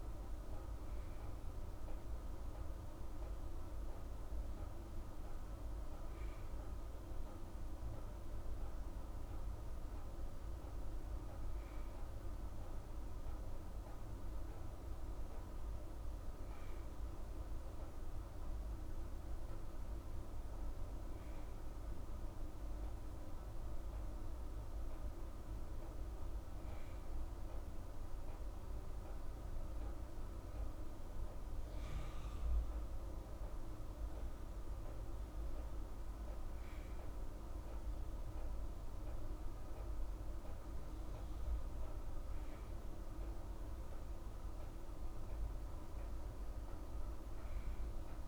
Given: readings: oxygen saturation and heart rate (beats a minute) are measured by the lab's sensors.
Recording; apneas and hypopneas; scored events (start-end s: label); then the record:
breathing in sleep, hard to hear, by a room microphone; none
none scored
From the record:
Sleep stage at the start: N2 (light sleep); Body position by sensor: on the right side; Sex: female